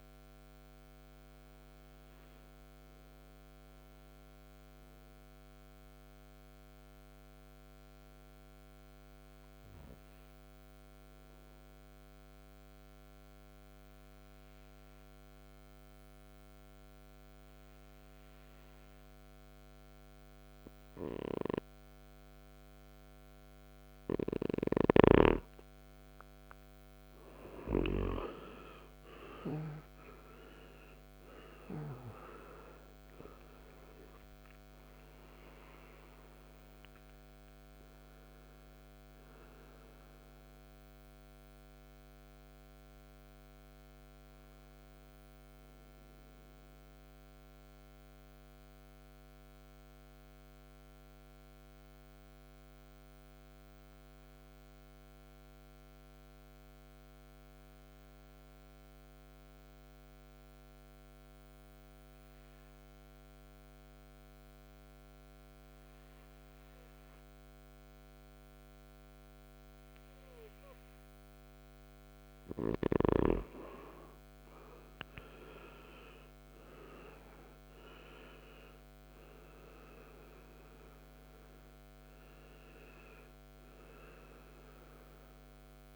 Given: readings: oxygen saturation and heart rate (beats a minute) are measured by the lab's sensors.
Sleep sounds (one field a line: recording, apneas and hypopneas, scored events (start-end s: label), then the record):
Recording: breathing in sleep by a microphone on the trachea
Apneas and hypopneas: 2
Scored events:
0.00-3.50 s: oxygen desaturation (device-marked, oxygen 92% lowest, heart rate 53 extreme)
7.00-22.00 s: obstructive apnea (oxygen 99% before, 90% lowest, heart rate 62 before, 53 extreme, up 15 after)
23.50-55.50 s: oxygen desaturation (device-marked, oxygen 98% before, 90% lowest, heart rate 55 before, 52 extreme)
29.00-35.00 s: arousal
46.50-71.00 s: mixed apnea (oxygen 97% before, 89% lowest, heart rate 70 before, 52 extreme, up 16 after)
71.50-85.96 s: oxygen desaturation (device-marked, oxygen 98% before, 91% lowest, heart rate 54 before, 55 extreme)
75.00-79.00 s: arousal
From the record:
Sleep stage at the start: N2 (light sleep)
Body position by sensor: on the right side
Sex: male